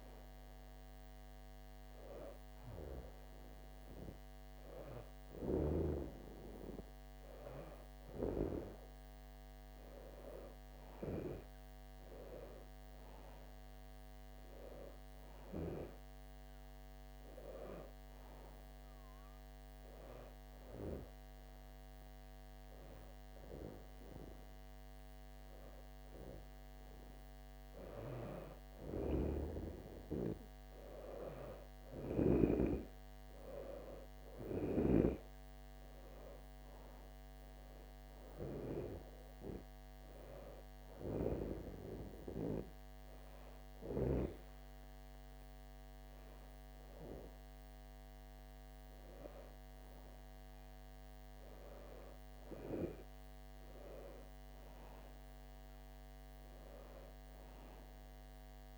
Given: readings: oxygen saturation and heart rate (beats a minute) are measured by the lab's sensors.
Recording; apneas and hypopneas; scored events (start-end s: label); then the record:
breathing in sleep by a microphone on the trachea; 2
18.50-29.50 s: hypopnea (oxygen 96% before, 93% lowest, heart rate 69 before, 65 extreme, up 2 after)
32.00-37.00 s: arousal
41.00-51.00 s: hypopnea (oxygen 96% before, 93% lowest, heart rate 68 before, 65 extreme, up 4 after)
53.00-57.50 s: arousal
From the record:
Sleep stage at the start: N1 (lightest sleep); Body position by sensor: on the back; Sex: female